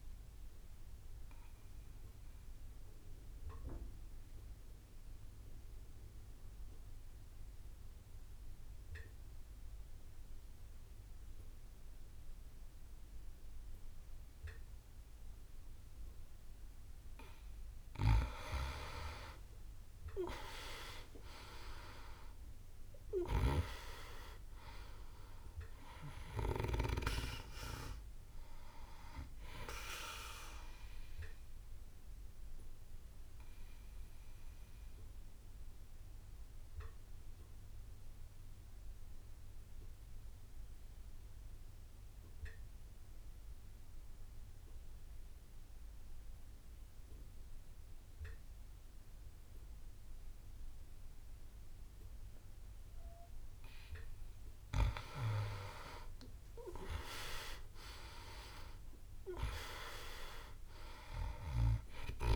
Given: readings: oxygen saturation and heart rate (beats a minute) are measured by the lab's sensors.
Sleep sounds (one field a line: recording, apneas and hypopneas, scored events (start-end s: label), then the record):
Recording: breathing in sleep by a room microphone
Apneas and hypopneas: 2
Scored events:
0.00-10.00 s: oxygen desaturation (device-marked, oxygen 90% lowest)
0.50-18.00 s: obstructive apnea (oxygen 99% before, 90% lowest)
20.00-24.00 s: arousal
22.00-44.00 s: oxygen desaturation (device-marked, oxygen 99% before, 90% lowest)
32.00-53.50 s: obstructive apnea (oxygen 99% before, 90% lowest)
57.00-61.00 s: arousal
58.00-62.36 s: oxygen desaturation (device-marked, oxygen 99% before, 91% lowest)
From the record:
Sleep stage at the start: N2 (light sleep)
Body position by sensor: on the back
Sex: male